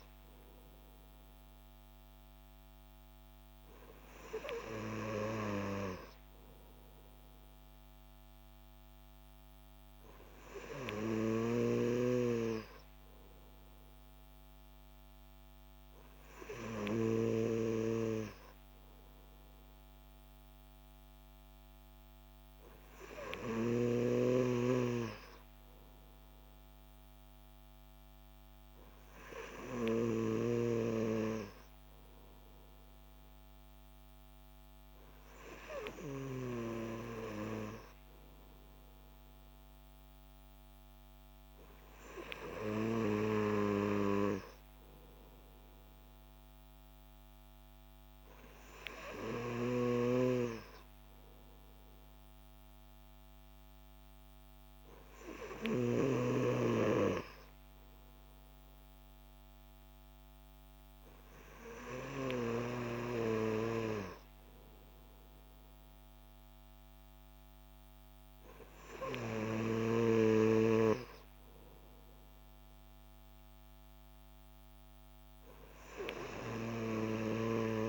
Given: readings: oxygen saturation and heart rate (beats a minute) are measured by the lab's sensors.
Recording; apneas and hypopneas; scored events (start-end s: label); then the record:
breathing in sleep by a microphone on the trachea; none
none scored
From the record:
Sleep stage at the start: N3 (deep sleep); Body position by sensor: on the back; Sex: male